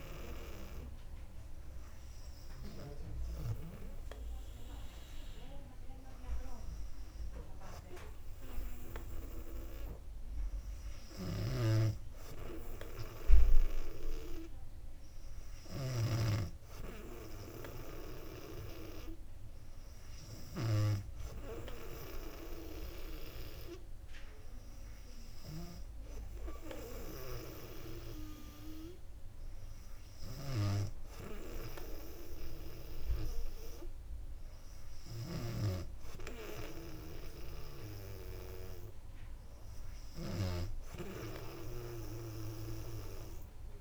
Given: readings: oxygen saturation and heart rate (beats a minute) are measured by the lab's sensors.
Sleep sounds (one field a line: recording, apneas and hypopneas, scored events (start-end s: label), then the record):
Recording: breathing in sleep by a room microphone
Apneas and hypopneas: none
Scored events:
9.50-29.50 s: drop in pulse transit time (device-marked, heart rate 62 before, 63 extreme)
11.50-16.50 s: snoring (device-marked)
From the record:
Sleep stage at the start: N2 (light sleep)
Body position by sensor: on the back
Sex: female